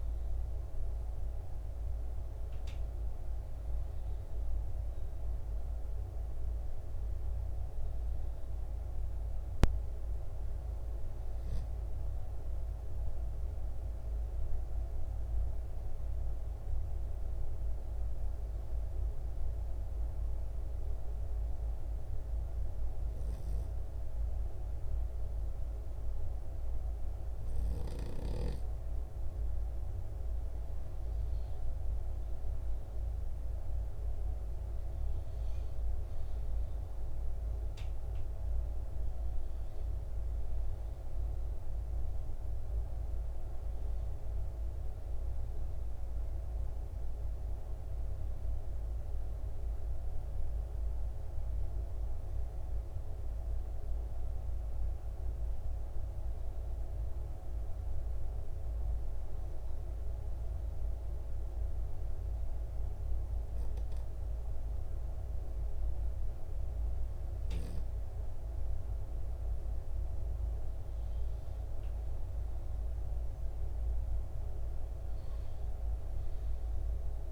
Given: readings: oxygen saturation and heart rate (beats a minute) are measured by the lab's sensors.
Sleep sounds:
breathing in sleep, hard to hear, by a room microphone; 2
19.50-31.50 s: hypopnea (oxygen 96% before, 94% lowest, heart rate 63 before, 62 extreme, up 1 after)
34.00-37.50 s: arousal
57.50-68.50 s: hypopnea (oxygen 96% before, 94% lowest, heart rate 64 before, 62 extreme, up 1 after)
71.50-74.50 s: arousal
From the record:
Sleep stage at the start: N2 (light sleep); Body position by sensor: on the back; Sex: male

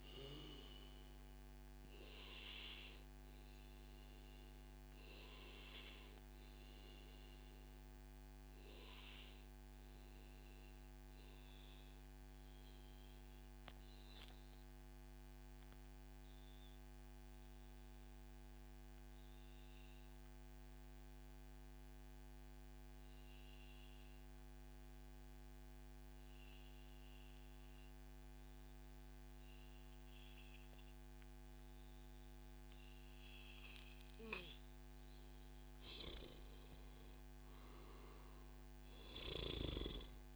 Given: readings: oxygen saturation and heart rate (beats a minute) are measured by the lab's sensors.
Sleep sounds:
breathing in sleep by a microphone on the trachea; 1
0.00-10.00 s: oxygen desaturation (device-marked, oxygen 93% lowest, heart rate 106 extreme)
1.00-33.50 s: obstructive apnea (oxygen 97% before, 94% lowest, heart rate 141 before, 106 extreme, up 27 after)
36.00-39.50 s: arousal
39.00-40.35 s: oxygen desaturation (device-marked, oxygen 98% before, 94% lowest, heart rate 123 before, 105 extreme)
From the record:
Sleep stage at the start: N2 (light sleep); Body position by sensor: on the back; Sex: male

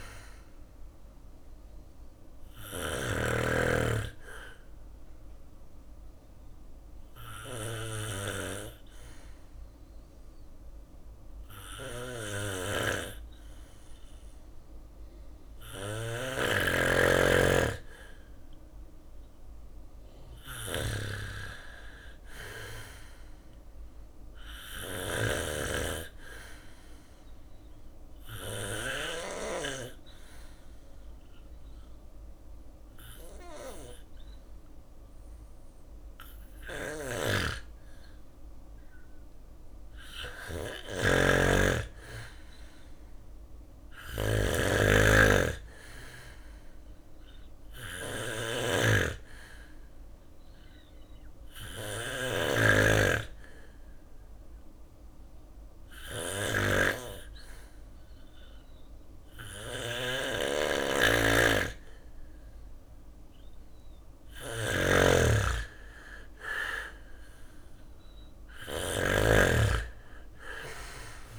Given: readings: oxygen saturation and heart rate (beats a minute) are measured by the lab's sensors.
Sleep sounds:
breathing in sleep by a room microphone; 3
1.50-3.50 s: bradycardia (device-marked, heart rate 60 before, 61 extreme)
4.00-14.50 s: obstructive apnea (oxygen 98% before, 93% lowest, heart rate 61 before, 59 extreme, up 2 after)
16.00-18.50 s: arousal
20.50-32.50 s: drop in pulse transit time (device-marked, heart rate 60 before, 59 extreme)
22.50-35.50 s: obstructive apnea (oxygen 98% before, 92% lowest, heart rate 60 before, 59 extreme, up 3 after)
24.50-41.50 s: oxygen desaturation (device-marked, oxygen 97% before, 93% lowest, heart rate 61 before, 58 extreme)
27.50-29.50 s: bradycardia (device-marked, heart rate 60 before, 61 extreme)
36.00-68.00 s: snoring (device-marked)
43.00-46.50 s: arousal
49.50-59.50 s: oxygen desaturation (device-marked, oxygen 97% before, 93% lowest, heart rate 61 before, 57 extreme)
51.50-61.50 s: obstructive apnea (oxygen 97% before, 92% lowest, heart rate 61 before, 57 extreme, up 5 after)
56.50-61.50 s: bradycardia (device-marked, heart rate 61 before, 59 extreme)
65.50-69.00 s: arousal
65.50-71.39 s: drop in pulse transit time (device-marked, heart rate 61 before, 60 extreme)
From the record:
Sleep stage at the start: N2 (light sleep); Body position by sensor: on the back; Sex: male

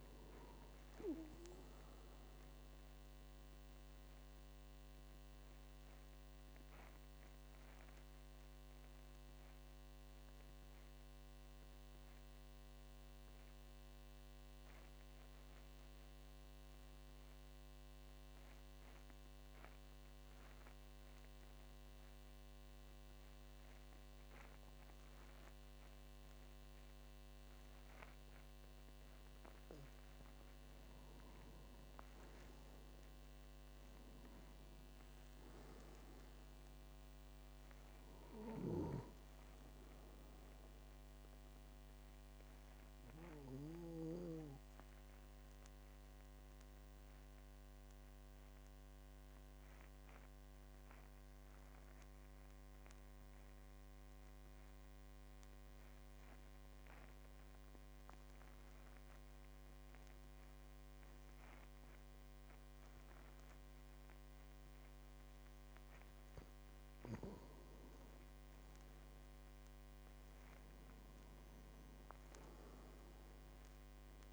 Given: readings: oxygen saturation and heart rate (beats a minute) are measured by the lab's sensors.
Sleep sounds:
breathing in sleep, hard to hear, by a microphone on the trachea; 2
0.00-17.00 s: oxygen desaturation (device-marked, oxygen 90% lowest, heart rate 45 extreme)
3.50-28.00 s: mixed apnea (oxygen 99% before, 90% lowest, heart rate 53 before, 45 extreme, up 10 after)
28.00-55.00 s: oxygen desaturation (device-marked, oxygen 99% before, 90% lowest, heart rate 47 before, 47 extreme)
30.00-35.00 s: arousal
42.00-65.50 s: obstructive apnea (oxygen 99% before, 90% lowest, heart rate 54 before, 46 extreme, up 6 after)
63.00-74.33 s: oxygen desaturation (device-marked, oxygen 99% before, 91% lowest, heart rate 49 before, 46 extreme)
68.50-72.00 s: arousal
From the record:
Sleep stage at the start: N2 (light sleep); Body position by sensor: on the back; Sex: male

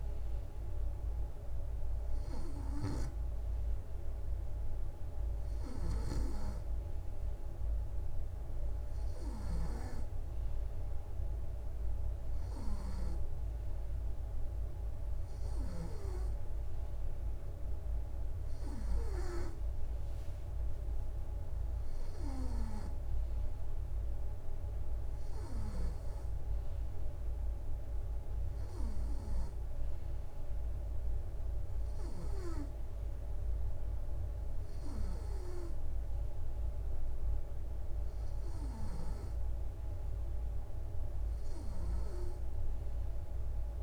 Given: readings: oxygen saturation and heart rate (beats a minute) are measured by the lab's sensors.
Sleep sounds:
breathing in sleep by a room microphone; none
9.00-13.00 s: snoring (device-marked)
From the record:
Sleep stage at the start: N3 (deep sleep); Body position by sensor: on the right side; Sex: male

